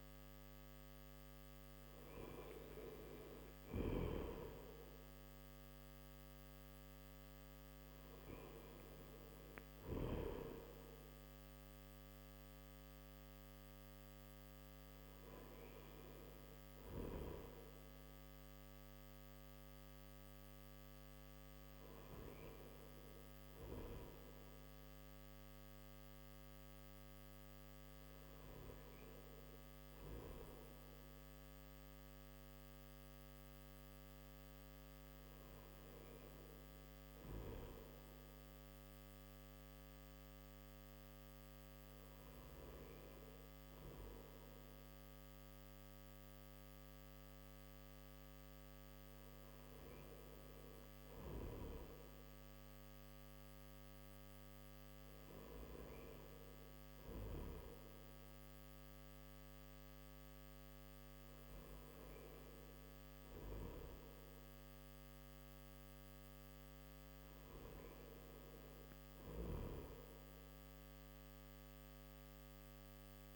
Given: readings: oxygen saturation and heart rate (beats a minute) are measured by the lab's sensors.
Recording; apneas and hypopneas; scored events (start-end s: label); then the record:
breathing in sleep by a microphone on the trachea; none
6.00-21.00 s: oxygen desaturation (device-marked, oxygen 97% before, 93% lowest, heart rate 68 before, 64 extreme)
From the record:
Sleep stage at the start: N3 (deep sleep); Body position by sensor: on the back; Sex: male